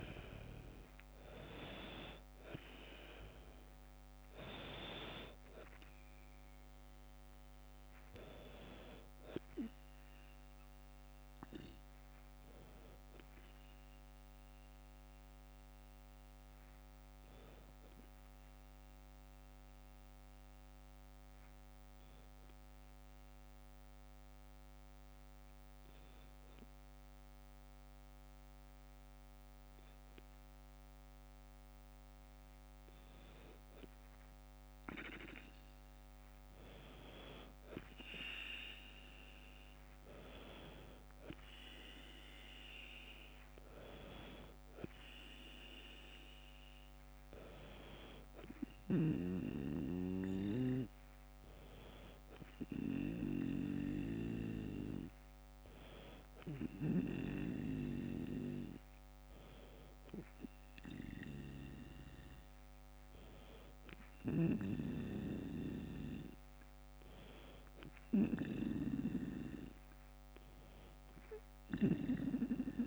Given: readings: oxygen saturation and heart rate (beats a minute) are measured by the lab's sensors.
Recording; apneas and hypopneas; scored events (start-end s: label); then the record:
breathing in sleep by a microphone on the trachea; 1
0.00-18.50 s: oxygen desaturation (device-marked, oxygen 94% lowest, heart rate 49 extreme)
18.50-33.50 s: hypopnea (oxygen 99% before, 96% lowest, heart rate 53 before, 48 extreme, up 5 after)
36.50-40.50 s: arousal
From the record:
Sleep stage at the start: N2 (light sleep); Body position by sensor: on the left side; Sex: female